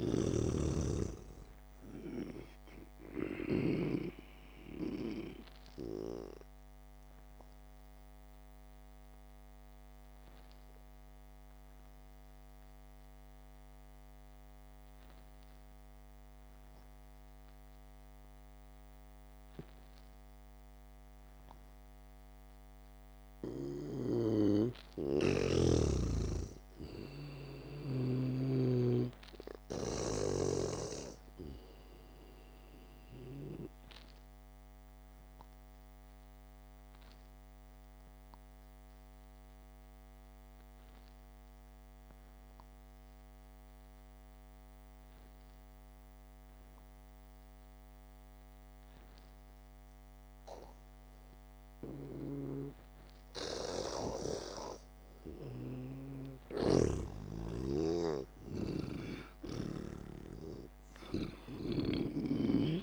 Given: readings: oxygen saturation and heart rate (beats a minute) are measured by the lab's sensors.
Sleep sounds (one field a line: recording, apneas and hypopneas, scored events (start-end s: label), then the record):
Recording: breathing in sleep by a microphone on the trachea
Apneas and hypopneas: 2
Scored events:
5.50-23.50 s: oxygen desaturation (device-marked, oxygen 97% before, 93% lowest, heart rate 65 before, 54 extreme)
7.50-24.00 s: obstructive apnea (oxygen 99% before, 89% lowest, heart rate 65 before, 54 extreme, up 1 after)
26.50-30.50 s: arousal
31.50-38.50 s: oxygen desaturation (device-marked, oxygen 97% before, 93% lowest, heart rate 65 before, 52 extreme)
37.50-53.50 s: obstructive apnea (oxygen 97% before, 89% lowest, heart rate 63 before, 52 extreme)
46.50-51.50 s: oxygen desaturation (device-marked, oxygen 94% before, 91% lowest, heart rate 61 before, 52 extreme)
57.50-61.00 s: arousal
57.50-61.00 s: snoring (device-marked)
From the record:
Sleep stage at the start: N2 (light sleep)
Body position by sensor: on the back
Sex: male